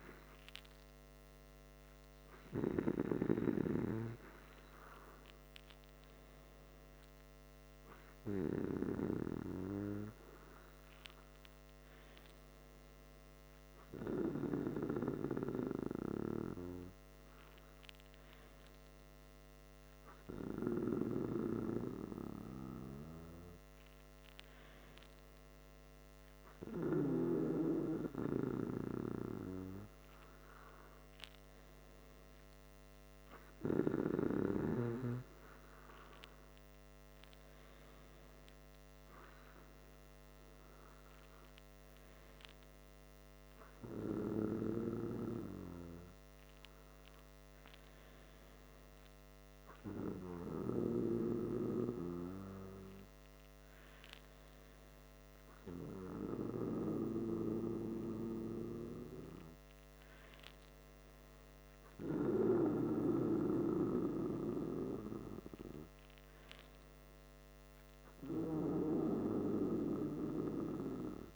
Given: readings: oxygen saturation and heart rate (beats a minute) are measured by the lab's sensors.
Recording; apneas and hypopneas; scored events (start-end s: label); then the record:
breathing in sleep by a microphone on the trachea; none
none scored
From the record:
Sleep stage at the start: N2 (light sleep); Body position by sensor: on the back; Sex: male